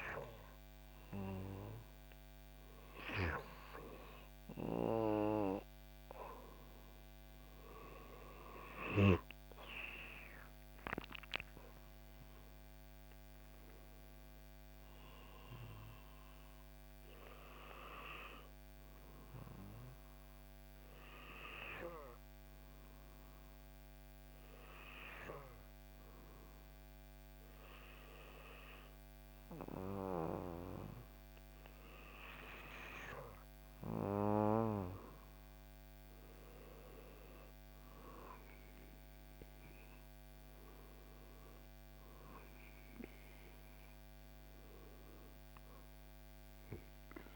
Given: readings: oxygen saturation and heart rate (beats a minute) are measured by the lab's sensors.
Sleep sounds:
breathing in sleep by a microphone on the trachea; 1
8.50-11.50 s: arousal
22.50-35.00 s: hypopnea (oxygen 96% before, 93% lowest, heart rate 73 before, 63 extreme, up 11 after)
36.50-39.00 s: arousal
From the record:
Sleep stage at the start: N2 (light sleep); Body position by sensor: on the back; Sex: male

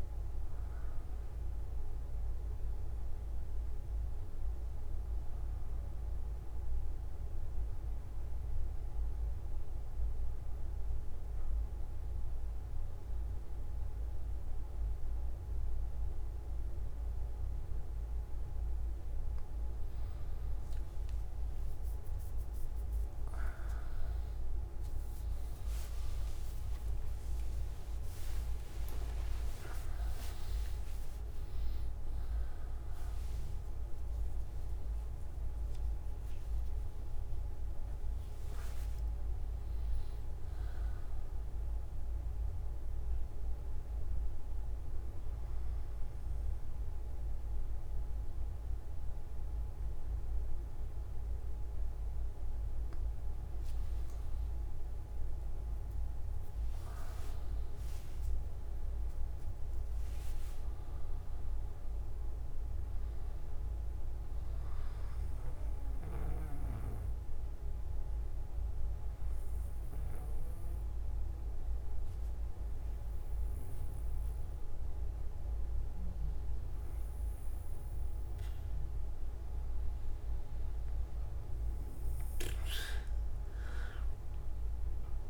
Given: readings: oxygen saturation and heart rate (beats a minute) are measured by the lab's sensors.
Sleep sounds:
breathing in sleep, hard to hear, by a room microphone; 2
0.00-6.50 s: oxygen desaturation (device-marked, oxygen 95% lowest)
6.00-19.50 s: obstructive apnea (oxygen 99% before, 95% lowest)
66.50-80.00 s: obstructive apnea (oxygen 99% before, 94% lowest)
From the record:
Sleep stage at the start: N1 (lightest sleep); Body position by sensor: on the back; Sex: male

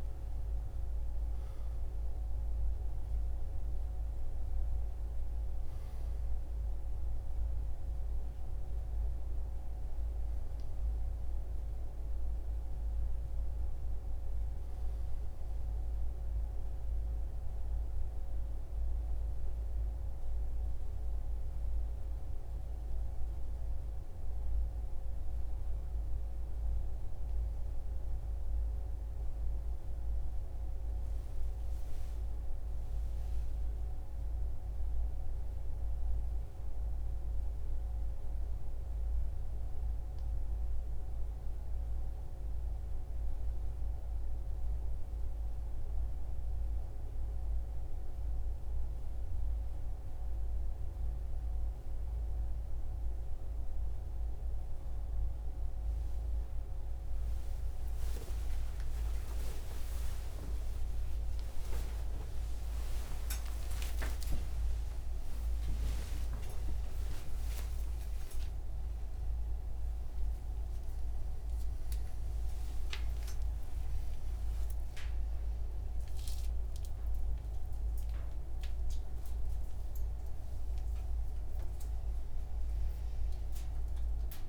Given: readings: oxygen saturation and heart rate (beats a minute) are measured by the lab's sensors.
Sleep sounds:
a person awake in a sleep study, hard to hear, by a room microphone; none
none scored
From the record:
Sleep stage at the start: awake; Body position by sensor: on the right side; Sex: male

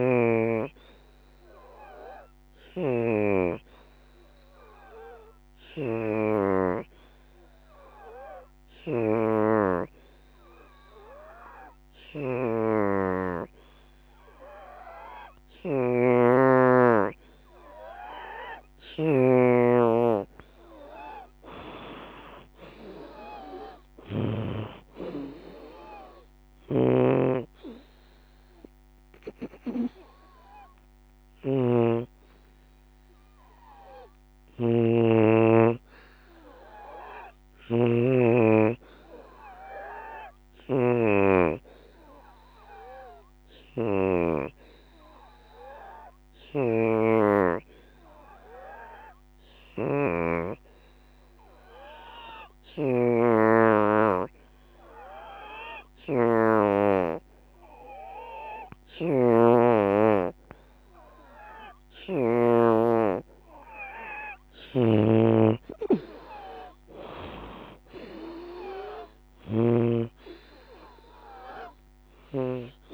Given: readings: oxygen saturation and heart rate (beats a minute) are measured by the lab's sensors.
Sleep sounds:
breathing in sleep by a microphone on the trachea; 2
0.00-1.00 s: arousal
0.00-40.00 s: oxygen desaturation (device-marked, oxygen 83% lowest, heart rate 71 extreme)
6.00-20.00 s: obstructive apnea (oxygen 92% before, 82% lowest, heart rate 78 before, 75 extreme, up 16 after)
21.00-24.50 s: arousal
38.00-62.00 s: obstructive apnea (oxygen 87% before, 82% lowest, heart rate 83 before, 71 extreme, up 19 after)
46.00-52.00 s: oxygen desaturation (device-marked, oxygen 92% before, 86% lowest, heart rate 82 before, 71 extreme)
54.00-72.94 s: oxygen desaturation (device-marked, oxygen 91% before, 82% lowest, heart rate 79 before, 71 extreme)
64.50-69.00 s: arousal
65.00-72.94 s: drop in pulse transit time (device-marked, heart rate 77 before, 78 extreme)
From the record:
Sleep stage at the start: N2 (light sleep); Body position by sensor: on the back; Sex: female

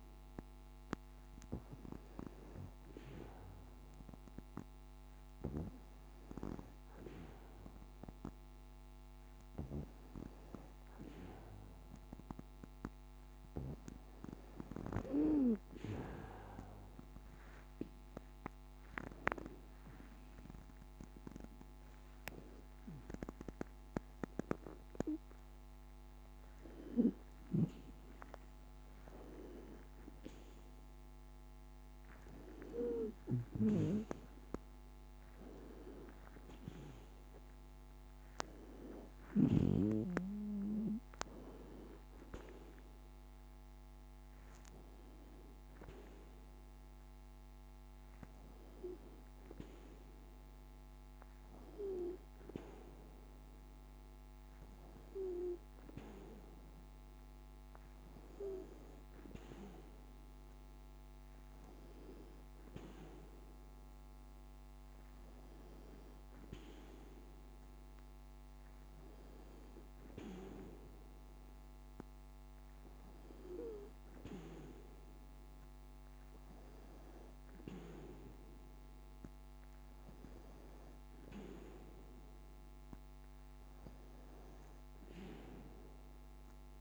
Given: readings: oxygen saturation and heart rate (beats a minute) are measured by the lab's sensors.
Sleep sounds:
a person awake in a sleep study, by a microphone on the trachea; none
16.00-76.00 s: new sleep stage, awake
76.00-86.81 s: new sleep stage, N2 (light sleep)
From the record:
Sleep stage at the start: N2 (light sleep); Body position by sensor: on the back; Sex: female

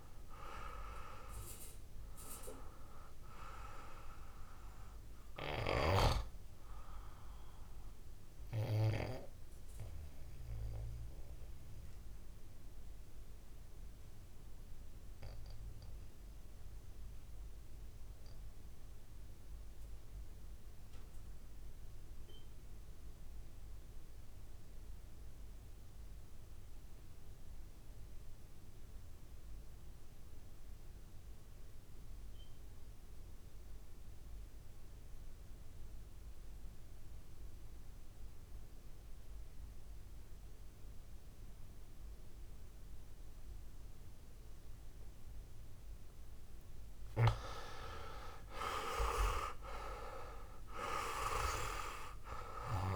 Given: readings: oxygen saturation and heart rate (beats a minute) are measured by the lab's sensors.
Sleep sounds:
breathing in sleep by a room microphone; 1
0.00-23.00 s: oxygen desaturation (device-marked, oxygen 88% lowest, heart rate 54 extreme)
9.50-45.00 s: mixed apnea (oxygen 99% before, 86% lowest, heart rate 61 before, 52 extreme, up 9 after)
39.00-52.96 s: oxygen desaturation (device-marked, oxygen 99% before, 86% lowest, heart rate 58 before, 52 extreme)
46.50-51.50 s: arousal
From the record:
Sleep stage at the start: REM sleep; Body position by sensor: on the right side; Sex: male

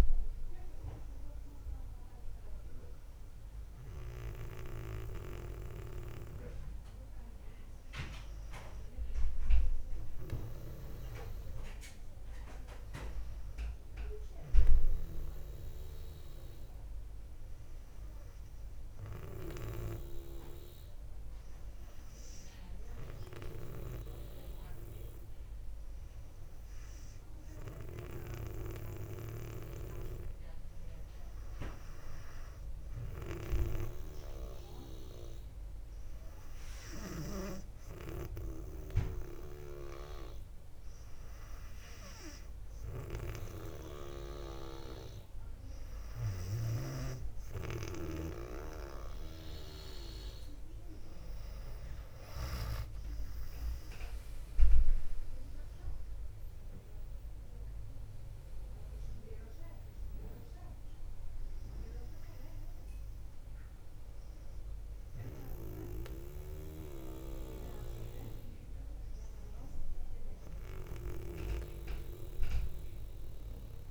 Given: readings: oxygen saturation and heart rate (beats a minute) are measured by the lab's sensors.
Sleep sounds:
breathing in sleep by a room microphone; 1
27.00-47.50 s: hypopnea (oxygen 99% before, 97% lowest, heart rate 60 before, 55 extreme, up 2 after)
53.50-58.00 s: arousal
From the record:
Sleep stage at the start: N1 (lightest sleep); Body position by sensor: on the back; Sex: female

